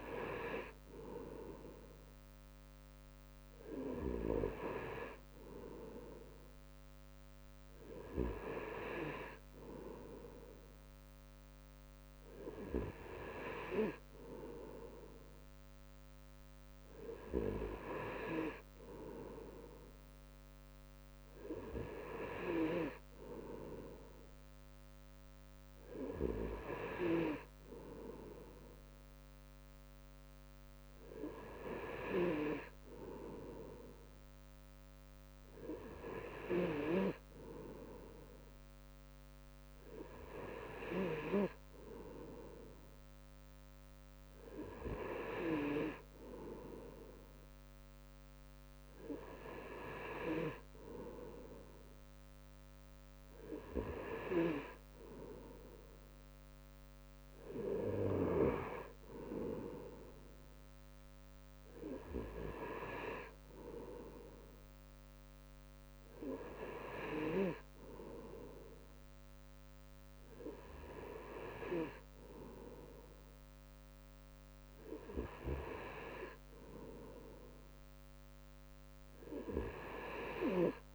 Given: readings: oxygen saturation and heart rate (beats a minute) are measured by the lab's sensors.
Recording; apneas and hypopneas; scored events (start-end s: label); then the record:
breathing in sleep by a microphone on the trachea; none
64.50-80.94 s: new sleep stage, N2 (light sleep)
From the record:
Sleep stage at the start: N3 (deep sleep); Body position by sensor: on the right side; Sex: male